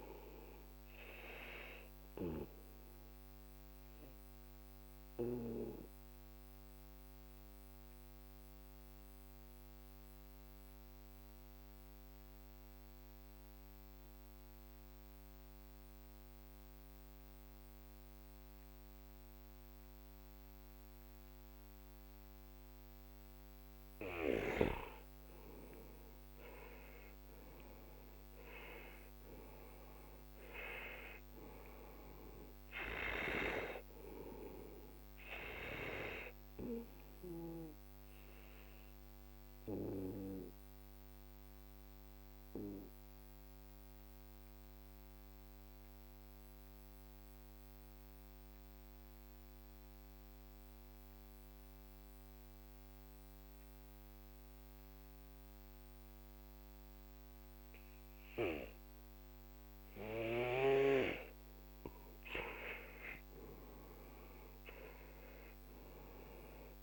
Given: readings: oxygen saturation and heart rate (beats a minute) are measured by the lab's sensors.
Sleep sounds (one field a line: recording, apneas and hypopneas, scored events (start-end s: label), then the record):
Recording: breathing in sleep by a microphone on the trachea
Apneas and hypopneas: 2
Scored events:
0.00-14.50 s: oxygen desaturation (device-marked, oxygen 91% lowest, heart rate 43 extreme)
1.50-23.00 s: obstructive apnea (oxygen 96% before, 91% lowest, heart rate 53 before, 41 extreme, up 16 after)
25.00-29.50 s: arousal
28.50-36.50 s: oxygen desaturation (device-marked, oxygen 96% before, 92% lowest, heart rate 47 before, 41 extreme)
38.00-61.00 s: obstructive apnea (oxygen 96% before, 91% lowest, heart rate 51 before, 41 extreme, up 13 after)
62.50-66.83 s: oxygen desaturation (device-marked, oxygen 97% before, 92% lowest, heart rate 47 before, 41 extreme)
63.50-66.83 s: arousal
From the record:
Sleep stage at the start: N2 (light sleep)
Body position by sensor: on the back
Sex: male